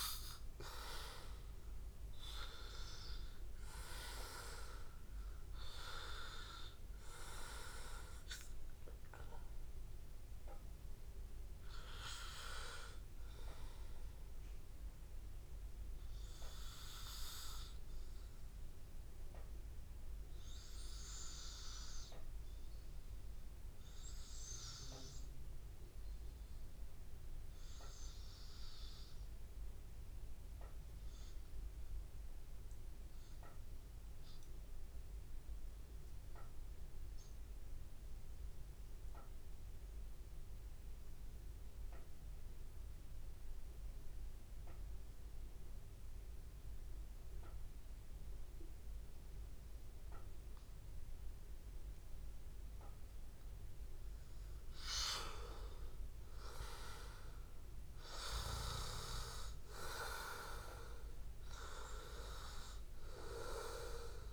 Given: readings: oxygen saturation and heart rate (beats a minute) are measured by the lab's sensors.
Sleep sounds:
breathing in sleep by a room microphone; 1
0.00-20.00 s: oxygen desaturation (device-marked, oxygen 91% lowest, heart rate 81 extreme)
15.00-54.00 s: obstructive apnea (oxygen 96% before, 93% lowest, heart rate 85 before, 81 extreme, up 3 after)
41.00-64.33 s: oxygen desaturation (device-marked, oxygen 99% before, 93% lowest, heart rate 83 before, 80 extreme)
57.50-61.50 s: arousal
From the record:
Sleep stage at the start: N2 (light sleep); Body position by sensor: on the back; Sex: male

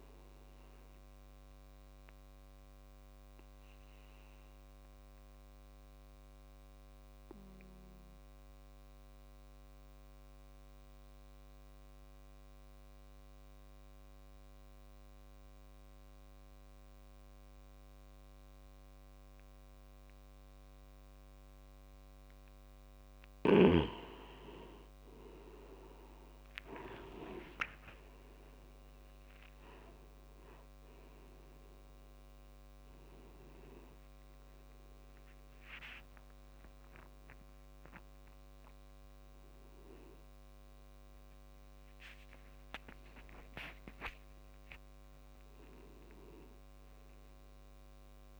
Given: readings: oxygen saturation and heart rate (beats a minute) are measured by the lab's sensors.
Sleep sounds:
breathing in sleep by a microphone on the trachea; 1
0.00-9.00 s: oxygen desaturation (device-marked, oxygen 91% lowest)
1.50-23.50 s: obstructive apnea (oxygen 97% before, 90% lowest)
21.00-48.40 s: new sleep stage, N1 (lightest sleep)
23.00-48.00 s: oxygen desaturation (device-marked, oxygen 97% before, 90% lowest)
25.00-29.50 s: arousal
From the record:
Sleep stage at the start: N2 (light sleep); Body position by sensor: on the back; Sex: male

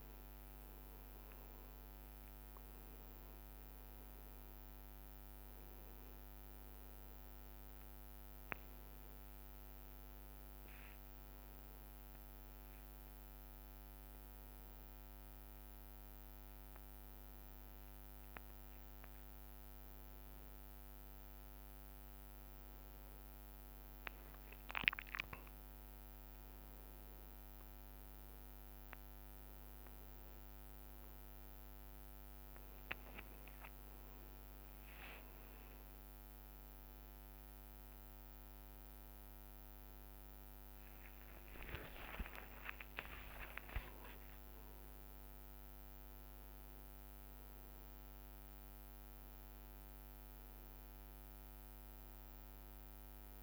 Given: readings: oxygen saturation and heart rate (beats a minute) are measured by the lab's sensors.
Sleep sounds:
a person partly awake in a sleep study, by a microphone on the trachea; 1
0.00-1.00 s: long interval between heartbeats (device-marked, heart rate 79 extreme)
0.00-1.50 s: arousal
0.00-21.00 s: oxygen desaturation (device-marked, oxygen 92% lowest, heart rate 56 extreme)
14.50-26.50 s: hypopnea (oxygen 97% before, 92% lowest, heart rate 67 before, 66 extreme, up 30 after)
27.00-53.43 s: new sleep stage, awake
32.00-34.00 s: long interval between heartbeats (device-marked, heart rate 68 before, 78 extreme)
42.50-44.50 s: long interval between heartbeats (device-marked, heart rate 79 before, 83 extreme)
44.00-46.00 s: tachycardia (device-marked, heart rate 66 before, 99 extreme)
45.00-47.00 s: long interval between heartbeats (device-marked, heart rate 82 before, 99 extreme)
From the record:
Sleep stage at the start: N1 (lightest sleep); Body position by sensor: on the back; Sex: male

